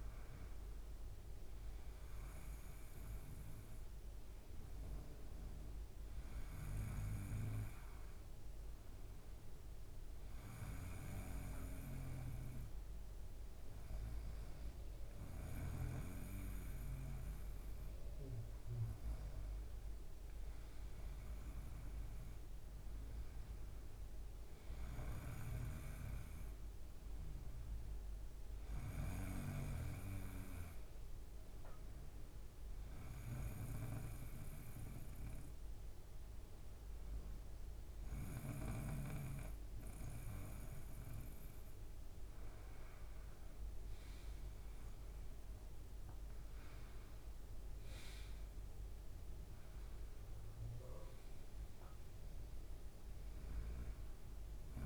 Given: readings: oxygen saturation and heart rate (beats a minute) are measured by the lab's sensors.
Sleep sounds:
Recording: breathing in sleep by a room microphone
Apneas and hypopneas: none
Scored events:
0.00-6.50 s: oxygen desaturation (device-marked, oxygen 92% lowest, heart rate 78 extreme)
From the record:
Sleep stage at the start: N2 (light sleep)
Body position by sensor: on the right side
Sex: male

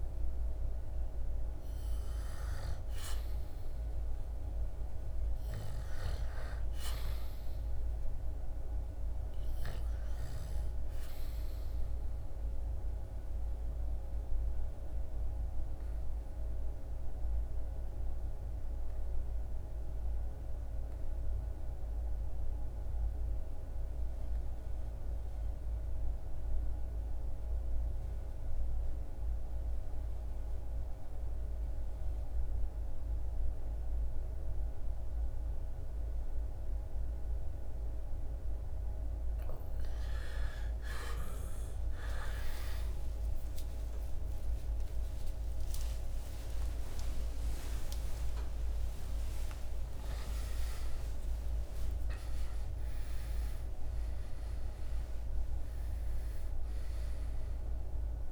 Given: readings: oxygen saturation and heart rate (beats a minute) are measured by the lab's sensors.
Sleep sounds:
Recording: breathing in sleep, hard to hear, by a room microphone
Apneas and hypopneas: 1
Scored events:
0.00-2.50 s: arousal
11.00-38.00 s: obstructive apnea (oxygen 96% before, 88% lowest, heart rate 77 before, 65 extreme, up 14 after)
48.00-58.32 s: new sleep stage, awake
From the record:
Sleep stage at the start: N2 (light sleep)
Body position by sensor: on the back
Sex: male

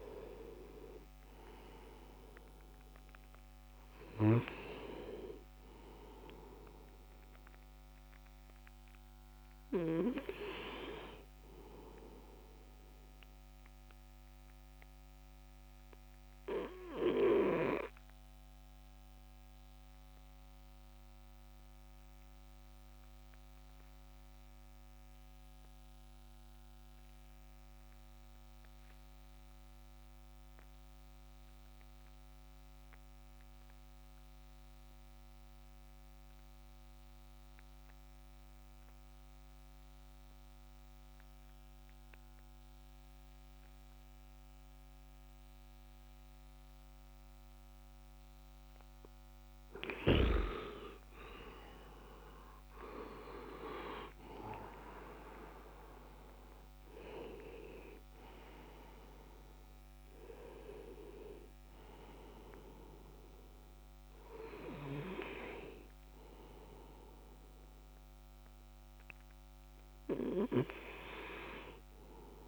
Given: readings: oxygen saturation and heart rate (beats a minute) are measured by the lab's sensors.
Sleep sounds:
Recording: breathing in sleep by a microphone on the trachea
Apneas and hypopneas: 1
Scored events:
0.00-17.50 s: oxygen desaturation (device-marked, oxygen 91% lowest)
12.50-48.00 s: obstructive apnea (oxygen 98% before, 86% lowest)
34.50-72.48 s: oxygen desaturation (device-marked, oxygen 99% before, 86% lowest)
51.50-57.00 s: arousal
From the record:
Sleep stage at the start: N2 (light sleep)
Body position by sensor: on the back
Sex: male

